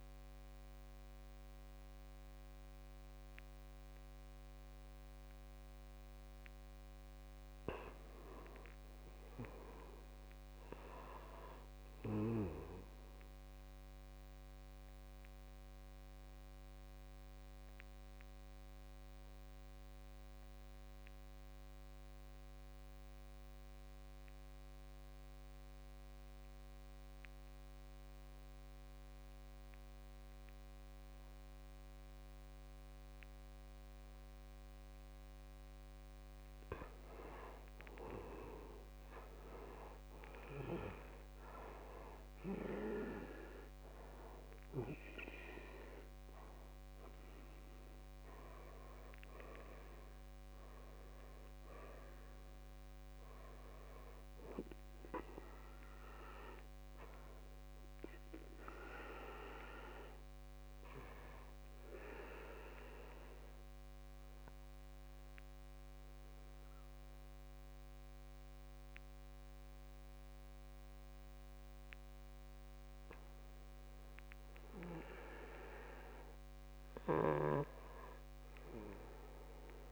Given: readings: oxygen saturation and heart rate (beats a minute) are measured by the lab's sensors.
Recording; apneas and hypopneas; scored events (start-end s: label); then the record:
breathing in sleep by a microphone on the trachea; 2
14.00-27.00 s: oxygen desaturation (device-marked, oxygen 94% before, 89% lowest, heart rate 60 before, 59 extreme)
14.00-34.00 s: obstructive apnea (oxygen 96% before, 83% lowest, heart rate 60 before, 59 extreme, up 10 after)
37.50-41.00 s: arousal
38.00-57.00 s: oxygen desaturation (device-marked, oxygen 96% before, 83% lowest, heart rate 61 before, 53 extreme)
60.00-72.00 s: obstructive apnea (oxygen 97% before, 90% lowest, heart rate 66 before, 53 extreme, up 7 after)
75.00-78.00 s: arousal
From the record:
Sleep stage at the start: N2 (light sleep); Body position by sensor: on the back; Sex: male